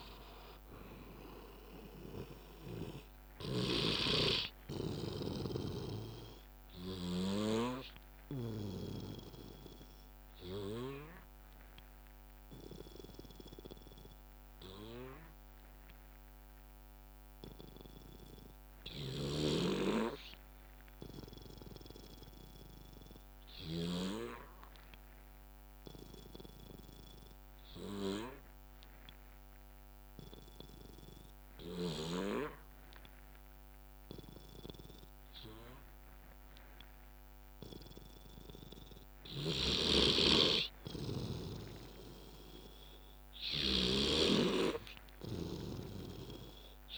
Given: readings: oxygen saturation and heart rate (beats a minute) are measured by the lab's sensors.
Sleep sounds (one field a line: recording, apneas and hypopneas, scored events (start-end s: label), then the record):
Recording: breathing in sleep by a microphone on the trachea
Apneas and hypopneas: 1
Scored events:
0.00-1.50 s: arousal
0.00-9.00 s: drop in pulse transit time (device-marked, heart rate 64 extreme)
0.00-17.00 s: oxygen desaturation (device-marked, oxygen 86% lowest, heart rate 58 extreme)
9.00-38.50 s: obstructive apnea (oxygen 98% before, 86% lowest, heart rate 66 before, 59 extreme, up 4 after)
11.00-13.00 s: bradycardia (device-marked, heart rate 64 before, 58 extreme)
19.00-24.00 s: snoring (device-marked)
23.00-25.00 s: bradycardia (device-marked, heart rate 64 before, 61 extreme)
27.00-29.00 s: bradycardia (device-marked, heart rate 64 before, 59 extreme)
28.00-46.98 s: oxygen desaturation (device-marked, oxygen 99% before, 89% lowest, heart rate 61 before, 57 extreme)
39.00-46.98 s: snoring (device-marked)
42.50-46.50 s: arousal
From the record:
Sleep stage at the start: N2 (light sleep)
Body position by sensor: on the back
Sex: male